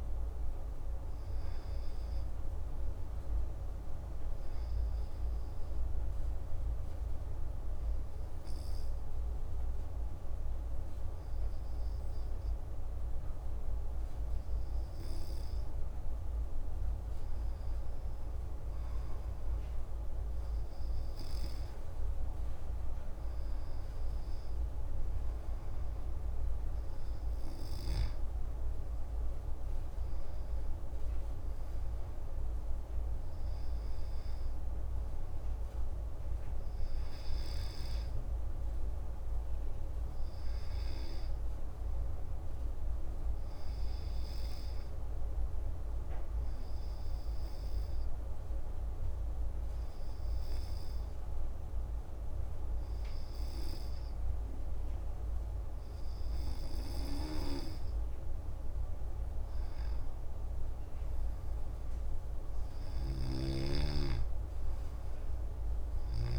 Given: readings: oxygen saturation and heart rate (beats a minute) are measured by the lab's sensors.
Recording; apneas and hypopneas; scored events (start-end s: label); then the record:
breathing in sleep, hard to hear, by a room microphone; 2
1.00-16.00 s: obstructive apnea (oxygen 97% before, 93% lowest)
18.00-21.50 s: arousal
42.00-57.50 s: obstructive apnea (oxygen 96% before, 93% lowest)
58.00-63.50 s: arousal
63.00-66.38 s: snoring (device-marked)
From the record:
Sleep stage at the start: N2 (light sleep); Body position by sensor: on the back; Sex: male